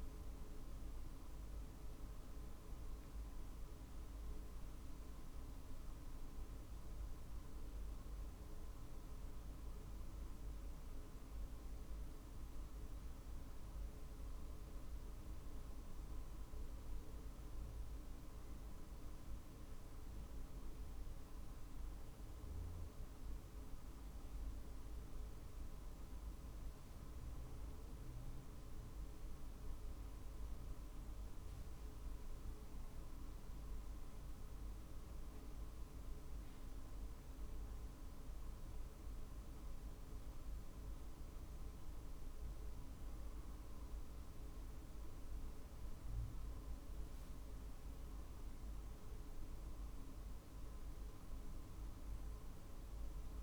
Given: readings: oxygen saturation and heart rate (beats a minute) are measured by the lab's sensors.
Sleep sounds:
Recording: breathing in sleep, hard to hear, by a room microphone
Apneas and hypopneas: 1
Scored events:
12.50-53.43 s: new sleep stage, N2 (light sleep)
19.00-31.50 s: obstructive apnea (oxygen 96% before, 94% lowest, heart rate 49 before, 48 extreme, up 2 after)
34.00-38.00 s: arousal
36.50-47.50 s: drop in pulse transit time (device-marked, heart rate 48 before, 48 extreme)
From the record:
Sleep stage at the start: N1 (lightest sleep)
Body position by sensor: on the right side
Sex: male

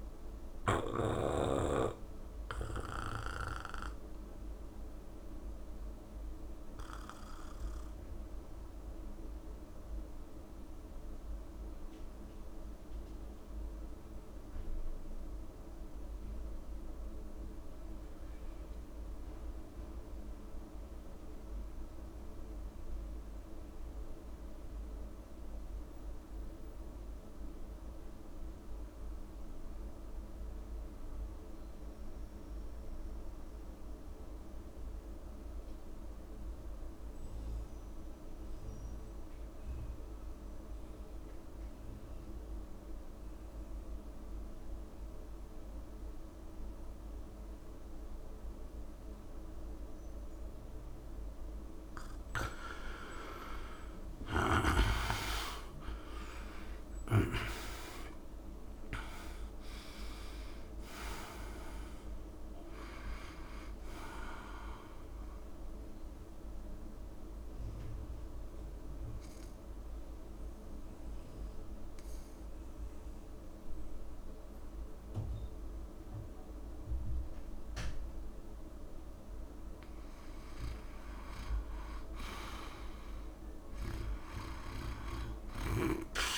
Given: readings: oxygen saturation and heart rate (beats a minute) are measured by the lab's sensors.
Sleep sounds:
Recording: breathing in sleep by a room microphone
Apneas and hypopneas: 2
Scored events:
0.00-1.00 s: snoring (device-marked)
0.00-16.50 s: oxygen desaturation (device-marked, oxygen 76% lowest, heart rate 63 extreme)
0.50-50.50 s: obstructive apnea (oxygen 97% before, 67% lowest, heart rate 78 before, 63 extreme, up 23 after)
23.50-80.50 s: oxygen desaturation (device-marked, oxygen 98% before, 67% lowest, heart rate 72 before, 63 extreme)
53.50-59.50 s: arousal
58.00-60.00 s: long interval between heartbeats (device-marked, heart rate 66 before, 86 extreme)
66.50-80.00 s: obstructive apnea (oxygen 87% before, 67% lowest, heart rate 76 before, 69 extreme, up 0 after)
82.00-86.38 s: arousal
From the record:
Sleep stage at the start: REM sleep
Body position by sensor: on the back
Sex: male

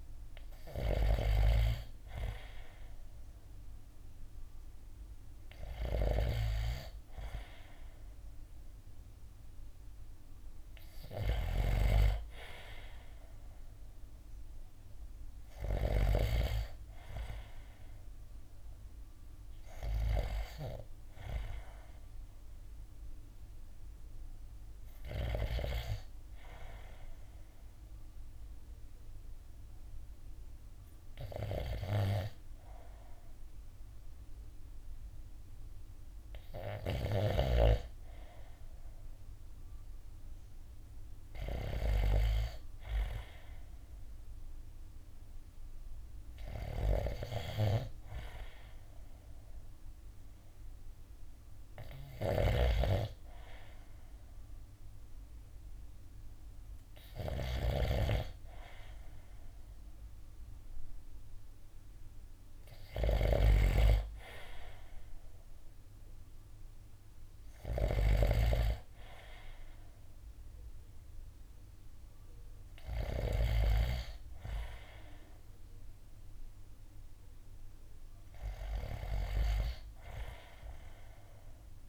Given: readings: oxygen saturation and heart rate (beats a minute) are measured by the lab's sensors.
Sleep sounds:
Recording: breathing in sleep by a room microphone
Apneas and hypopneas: 1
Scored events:
0.00-15.50 s: snoring (device-marked)
25.50-37.00 s: hypopnea (oxygen 95% before, 93% lowest, heart rate 60 before, 57 extreme, up 3 after)
36.00-73.00 s: snoring (device-marked)
39.00-43.00 s: arousal
From the record:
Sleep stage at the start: N2 (light sleep)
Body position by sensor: on the right side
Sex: male

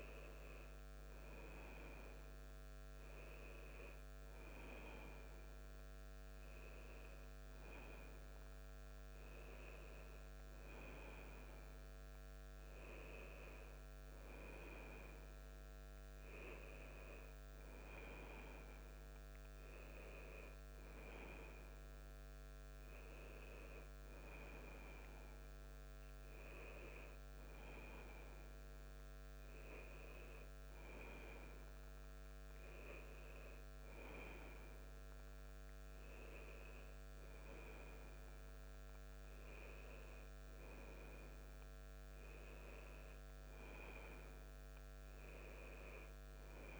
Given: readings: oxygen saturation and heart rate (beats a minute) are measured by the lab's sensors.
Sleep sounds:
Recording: a person awake in a sleep study, by a microphone on the trachea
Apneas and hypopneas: none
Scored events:
none scored
From the record:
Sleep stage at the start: awake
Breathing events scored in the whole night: 114 in 3.4 hours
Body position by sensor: on the back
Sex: male

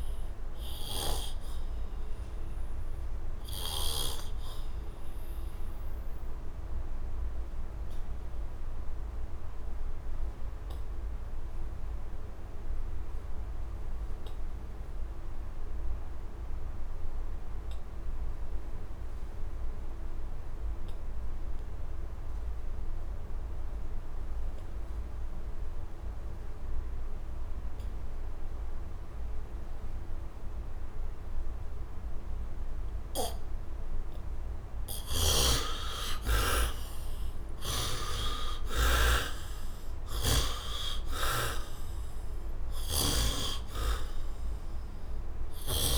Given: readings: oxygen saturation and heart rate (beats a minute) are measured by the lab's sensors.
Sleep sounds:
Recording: breathing in sleep by a room microphone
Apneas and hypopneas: 1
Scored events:
0.00-14.00 s: oxygen desaturation (device-marked, oxygen 63% lowest, heart rate 74 extreme)
0.50-34.00 s: obstructive apnea (oxygen 95% before, 63% lowest, heart rate 86 before, 73 extreme, up 9 after)
20.00-45.98 s: oxygen desaturation (device-marked, oxygen 100% before, 63% lowest, heart rate 76 before, 73 extreme)
36.00-40.50 s: arousal
39.50-43.00 s: snoring (device-marked)
From the record:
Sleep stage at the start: N2 (light sleep)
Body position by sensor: on the back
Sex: male

